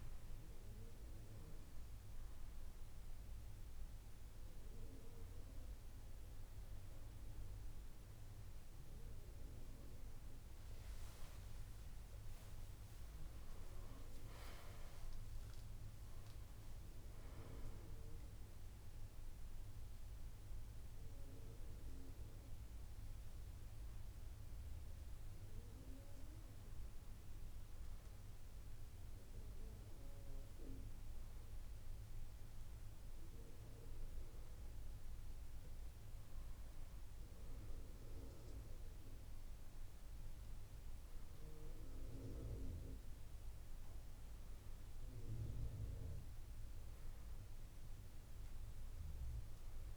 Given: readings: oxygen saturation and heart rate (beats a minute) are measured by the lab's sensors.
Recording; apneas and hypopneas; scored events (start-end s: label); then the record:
a person partly awake in a sleep study, by a room microphone; none
0.00-1.00 s: long interval between heartbeats (device-marked)
0.00-5.50 s: drop in pulse transit time (device-marked)
10.50-12.50 s: long interval between heartbeats (device-marked, heart rate 39 before, 48 extreme)
11.50-41.50 s: new sleep stage, N1 (lightest sleep)
16.50-18.50 s: long interval between heartbeats (device-marked, heart rate 47 before, 66 extreme)
21.50-31.50 s: drop in pulse transit time (device-marked)
25.50-27.50 s: long interval between heartbeats (device-marked)
33.50-35.50 s: long interval between heartbeats (device-marked, heart rate 41 before, 39 extreme)
36.00-38.00 s: long interval between heartbeats (device-marked, heart rate 40 before, 50 extreme)
36.50 s: drop in pulse transit time (device-marked)
38.50-40.50 s: long interval between heartbeats (device-marked, heart rate 37 before, 49 extreme)
41.50-49.97 s: new sleep stage, N2 (light sleep)
42.50-49.97 s: drop in pulse transit time (device-marked)
43.00-45.00 s: long interval between heartbeats (device-marked, heart rate 33 before, 43 extreme)
From the record:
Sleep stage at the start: awake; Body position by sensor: on the back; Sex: female